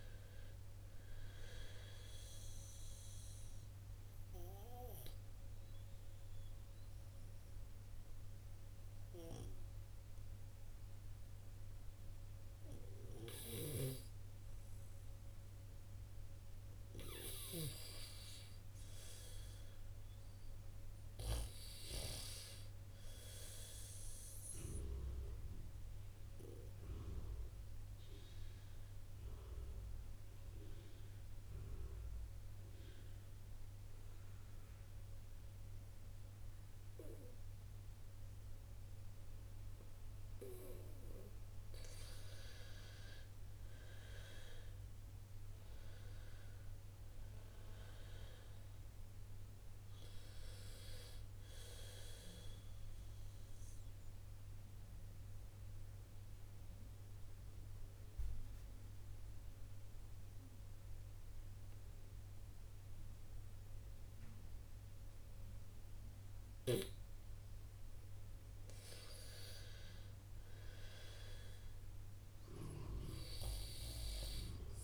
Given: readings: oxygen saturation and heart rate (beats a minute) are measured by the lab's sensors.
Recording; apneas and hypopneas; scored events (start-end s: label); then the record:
breathing in sleep by a room microphone; 3
2.50-13.00 s: obstructive apnea (oxygen 93% before, 79% lowest, heart rate 59 before, 56 extreme, up 3 after)
5.50-23.50 s: oxygen desaturation (device-marked, oxygen 91% before, 81% lowest, heart rate 60 before, 56 extreme)
14.50-17.50 s: arousal
25.50-40.00 s: obstructive apnea (oxygen 92% before, 79% lowest, heart rate 58 before, 55 extreme, up 8 after)
32.50-42.50 s: oxygen desaturation (device-marked, oxygen 92% before, 85% lowest, heart rate 60 before, 55 extreme)
43.50-47.50 s: arousal
49.50-71.50 s: oxygen desaturation (device-marked, oxygen 89% before, 79% lowest, heart rate 60 before, 55 extreme)
53.50-66.00 s: obstructive apnea (oxygen 92% before, 79% lowest, heart rate 61 before, 55 extreme, up 5 after)
70.00-74.00 s: arousal
From the record:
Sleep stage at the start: N2 (light sleep); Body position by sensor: on the right side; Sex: female